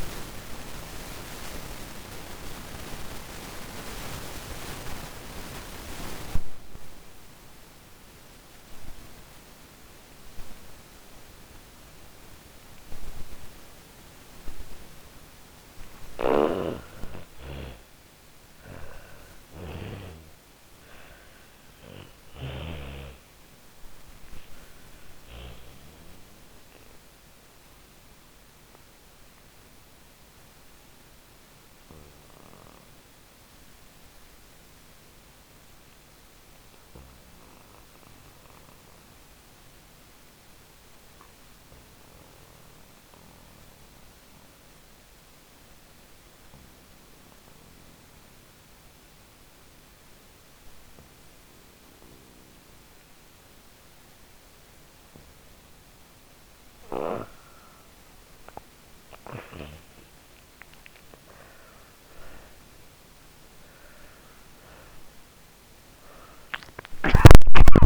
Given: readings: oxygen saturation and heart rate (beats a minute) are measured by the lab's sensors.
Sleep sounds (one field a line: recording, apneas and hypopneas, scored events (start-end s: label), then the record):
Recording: breathing in sleep by a microphone on the trachea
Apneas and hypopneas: 1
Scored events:
7.00-46.00 s: oxygen desaturation (device-marked, oxygen 98% before, 83% lowest, heart rate 52 before, 47 extreme)
14.50-18.00 s: snoring (device-marked)
18.50-22.00 s: arousal
32.00-53.50 s: obstructive apnea (oxygen 97% before, 83% lowest, heart rate 96 before, 47 extreme, up 28 after)
58.00-67.86 s: new sleep stage, N1 (lightest sleep)
60.00-67.86 s: oxygen desaturation (device-marked, oxygen 98% before, 90% lowest, heart rate 57 before, 49 extreme)
65.00-67.86 s: arousal
From the record:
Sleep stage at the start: N2 (light sleep)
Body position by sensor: on the back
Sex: female